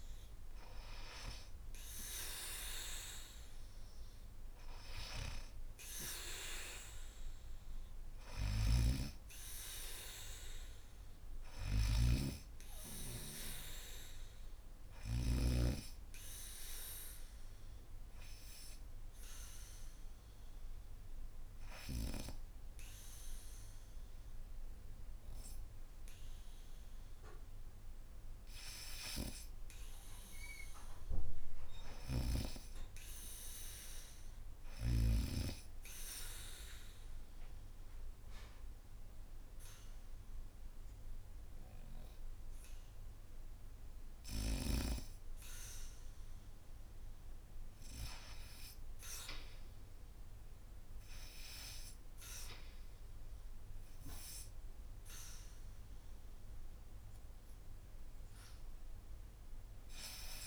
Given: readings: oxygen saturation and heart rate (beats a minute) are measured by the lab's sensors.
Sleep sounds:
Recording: breathing in sleep by a room microphone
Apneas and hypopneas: 1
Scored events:
0.00-16.00 s: oxygen desaturation (device-marked, oxygen 87% lowest, heart rate 72 extreme)
8.00-15.00 s: snoring (device-marked)
18.50-29.00 s: hypopnea (oxygen 99% before, 90% lowest, heart rate 81 before, 74 extreme, up 2 after)
29.50-33.50 s: arousal
34.00-53.00 s: oxygen desaturation (device-marked, oxygen 99% before, 93% lowest, heart rate 78 before, 74 extreme)
59.00-60.47 s: oxygen desaturation (device-marked, oxygen 96% before, 90% lowest, heart rate 75 before, 73 extreme)
From the record:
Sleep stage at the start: N2 (light sleep)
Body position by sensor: on the back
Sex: female

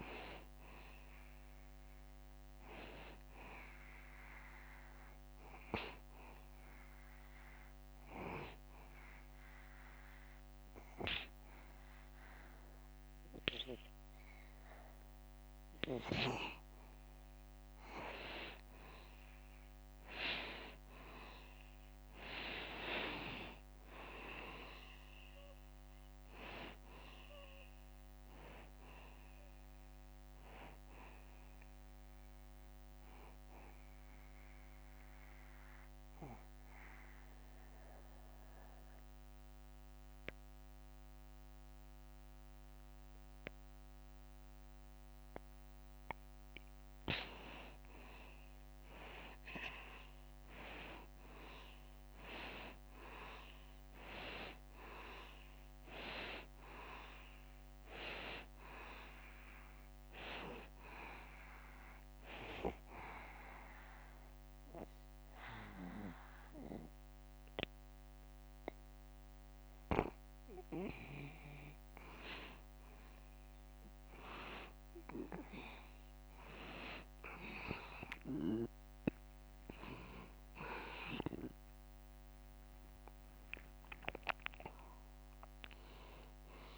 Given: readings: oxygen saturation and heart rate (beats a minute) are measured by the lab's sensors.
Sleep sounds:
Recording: breathing in sleep by a microphone on the trachea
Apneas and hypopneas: 3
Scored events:
2.50-18.00 s: hypopnea (oxygen 93% before, 89% lowest, heart rate 78 before, 74 extreme, up 1 after)
20.50-24.00 s: arousal
27.00-57.00 s: oxygen desaturation (device-marked, oxygen 94% before, 89% lowest, heart rate 75 before, 73 extreme)
34.00-47.50 s: obstructive apnea (oxygen 94% before, 89% lowest, heart rate 75 before, 73 extreme, up 1 after)
49.50-53.00 s: arousal
59.00-77.00 s: oxygen desaturation (device-marked, oxygen 96% before, 89% lowest, heart rate 74 before, 74 extreme)
62.50-72.50 s: obstructive apnea (oxygen 96% before, 89% lowest, heart rate 74 before, 74 extreme, up 0 after)
78.50-83.50 s: arousal
From the record:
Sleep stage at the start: N2 (light sleep)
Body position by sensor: on the back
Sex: male

